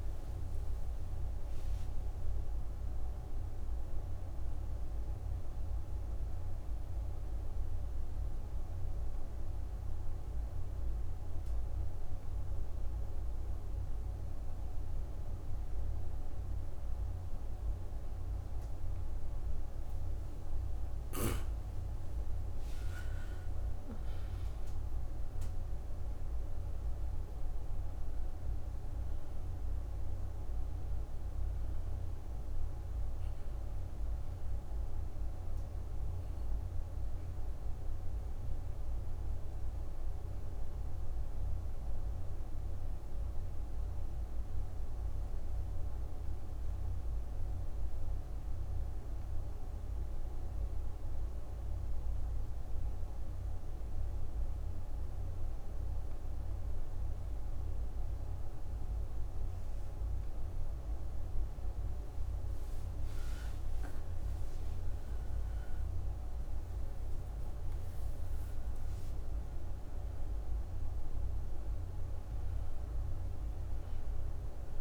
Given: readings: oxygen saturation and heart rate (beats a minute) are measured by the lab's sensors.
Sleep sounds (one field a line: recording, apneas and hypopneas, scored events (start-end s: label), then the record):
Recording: breathing in sleep, hard to hear, by a room microphone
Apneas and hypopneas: 2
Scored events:
0.00-3.50 s: arousal
1.00-8.00 s: oxygen desaturation (device-marked, oxygen 96% before, 93% lowest)
6.00-20.00 s: obstructive apnea (oxygen 98% before, 86% lowest)
21.50-26.50 s: arousal
23.00-50.00 s: oxygen desaturation (device-marked, oxygen 98% before, 86% lowest)
37.00-61.00 s: obstructive apnea (oxygen 98% before, 86% lowest)
63.00-66.50 s: arousal
66.00-74.81 s: oxygen desaturation (device-marked, oxygen 98% before, 87% lowest)
From the record:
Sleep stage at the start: N2 (light sleep)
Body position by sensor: on the back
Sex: female